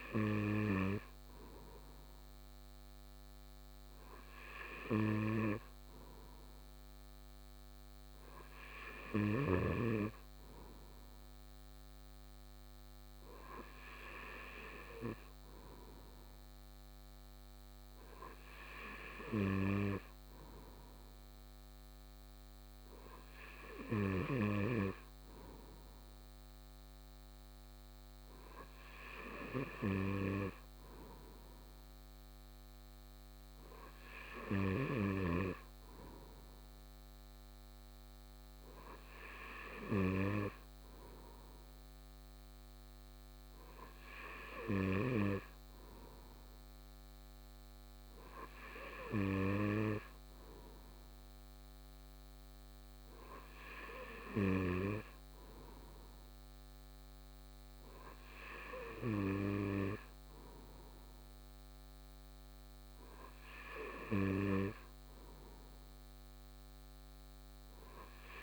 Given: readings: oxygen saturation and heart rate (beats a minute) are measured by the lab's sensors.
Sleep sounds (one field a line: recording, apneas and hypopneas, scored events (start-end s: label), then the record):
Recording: breathing in sleep by a microphone on the trachea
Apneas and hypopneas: none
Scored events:
none scored
From the record:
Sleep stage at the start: N2 (light sleep)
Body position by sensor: on the right side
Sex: male